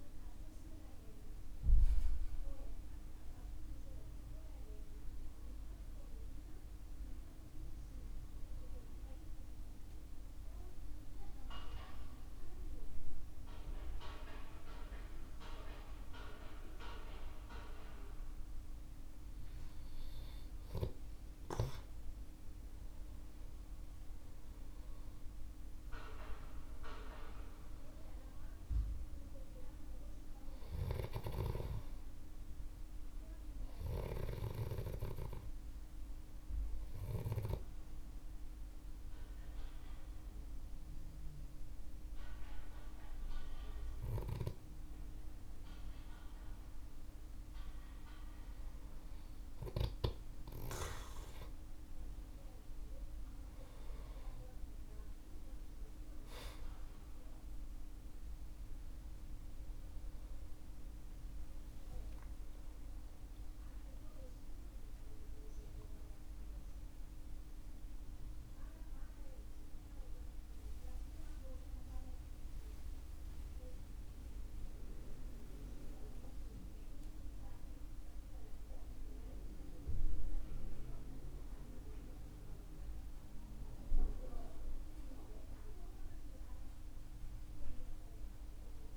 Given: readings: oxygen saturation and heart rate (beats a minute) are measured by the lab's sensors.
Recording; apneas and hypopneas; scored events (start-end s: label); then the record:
a person partly awake in a sleep study, by a room microphone; 2
8.00-20.00 s: obstructive apnea (oxygen 97% before, 95% lowest, heart rate 60 before, 52 extreme, up 11 after)
23.00-26.50 s: arousal
38.00-48.00 s: mixed apnea (oxygen 98% before, 95% lowest, heart rate 59 before, 52 extreme, up 12 after)
65.00-88.97 s: new sleep stage, awake
From the record:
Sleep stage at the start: N2 (light sleep); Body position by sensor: on the back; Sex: male